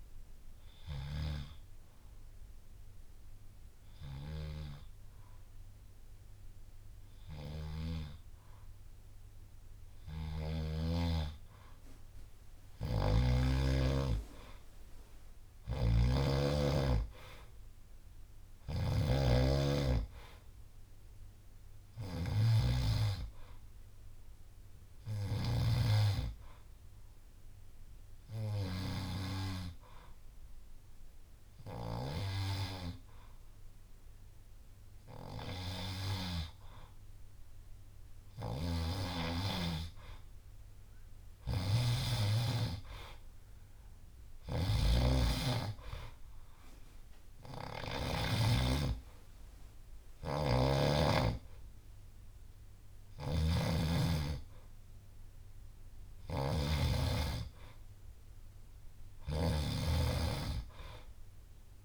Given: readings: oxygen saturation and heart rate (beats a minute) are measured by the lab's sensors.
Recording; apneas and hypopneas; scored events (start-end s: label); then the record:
breathing in sleep by a room microphone; 2
0.00-9.00 s: bradycardia (device-marked, heart rate 53 extreme)
0.00-14.00 s: oxygen desaturation (device-marked, oxygen 91% lowest, heart rate 53 extreme)
0.50-2.50 s: long interval between heartbeats (device-marked, heart rate 64 before, 64 extreme)
2.00-12.50 s: obstructive apnea (oxygen 97% before, 91% lowest, heart rate 64 before, 57 extreme, up 17 after)
12.50-29.00 s: snoring (device-marked)
14.00-17.50 s: arousal
23.50-36.50 s: hypopnea (oxygen 97% before, 92% lowest, heart rate 63 before, 58 extreme, up 0 after)
38.00-48.00 s: snoring (device-marked)
38.50-42.00 s: arousal
40.00-42.00 s: bradycardia (device-marked, heart rate 64 before, 60 extreme)
45.00-61.85 s: oxygen desaturation (device-marked, oxygen 96% before, 92% lowest, heart rate 61 before, 58 extreme)
50.00-61.85 s: snoring (device-marked)
55.00-61.85 s: bradycardia (device-marked, heart rate 64 before, 58 extreme)
From the record:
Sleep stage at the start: N2 (light sleep); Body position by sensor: on the back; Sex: male